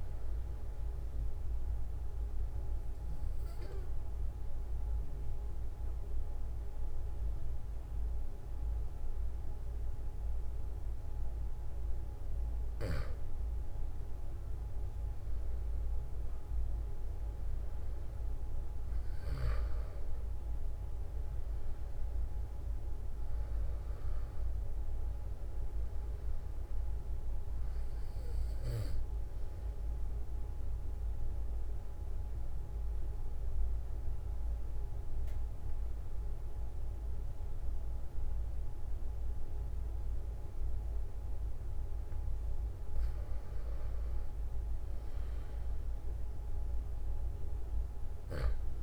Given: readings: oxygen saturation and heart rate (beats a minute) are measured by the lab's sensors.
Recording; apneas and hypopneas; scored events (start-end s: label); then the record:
breathing in sleep, hard to hear, by a room microphone; 2
1.50-13.00 s: obstructive apnea (oxygen 97% before, 93% lowest, heart rate 46 before, 45 extreme, up 3 after)
16.00-20.50 s: arousal
30.00-43.00 s: mixed apnea (oxygen 95% before, 93% lowest, heart rate 47 before, 44 extreme, up 1 after)
45.50-48.83 s: arousal
From the record:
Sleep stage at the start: N2 (light sleep); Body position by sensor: on the back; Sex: male